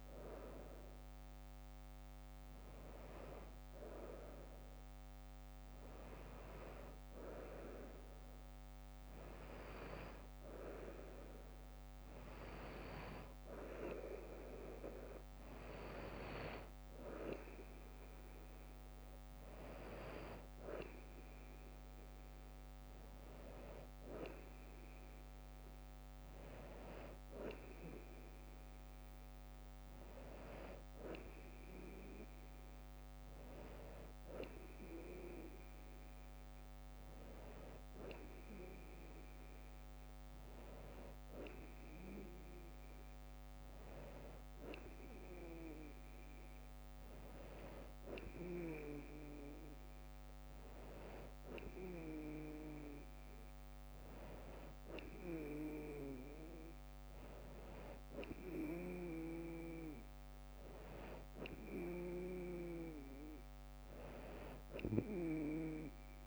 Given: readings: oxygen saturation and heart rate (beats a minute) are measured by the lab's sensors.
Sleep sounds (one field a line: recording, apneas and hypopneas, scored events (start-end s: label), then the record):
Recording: breathing in sleep by a microphone on the trachea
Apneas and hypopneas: none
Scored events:
none scored
From the record:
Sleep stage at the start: N2 (light sleep)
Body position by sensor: on the front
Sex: female